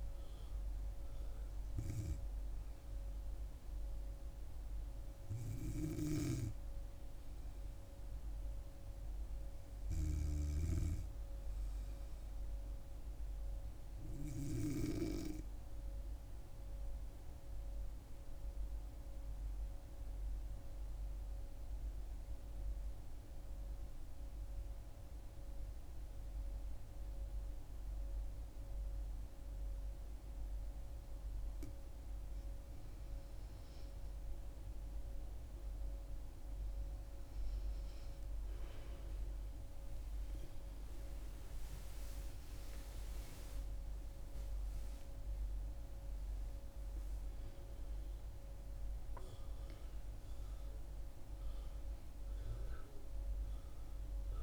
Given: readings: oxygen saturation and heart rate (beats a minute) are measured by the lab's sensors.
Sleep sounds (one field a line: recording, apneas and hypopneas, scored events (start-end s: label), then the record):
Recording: breathing in sleep by a room microphone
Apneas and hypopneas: 1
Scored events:
15.50-32.50 s: obstructive apnea (oxygen 98% before, 92% lowest, heart rate 68 before, 66 extreme, up 7 after)
30.50-52.50 s: oxygen desaturation (device-marked, oxygen 96% before, 92% lowest, heart rate 68 before, 67 extreme)
34.00-38.50 s: arousal
From the record:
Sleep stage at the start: N2 (light sleep)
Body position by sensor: on the back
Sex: female